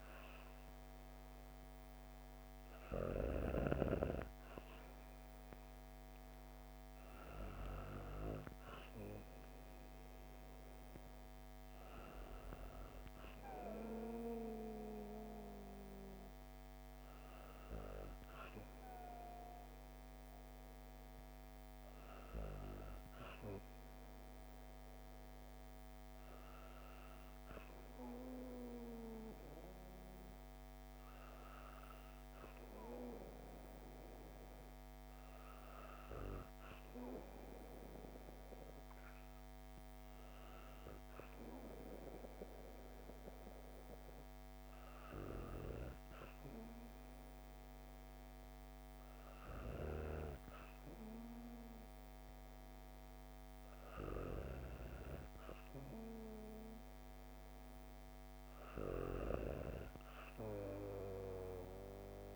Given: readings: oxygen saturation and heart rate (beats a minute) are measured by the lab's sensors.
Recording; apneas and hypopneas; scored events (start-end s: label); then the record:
breathing in sleep by a microphone on the trachea; none
0.00-3.50 s: snoring (device-marked)
From the record:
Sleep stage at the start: N2 (light sleep); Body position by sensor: on the back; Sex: female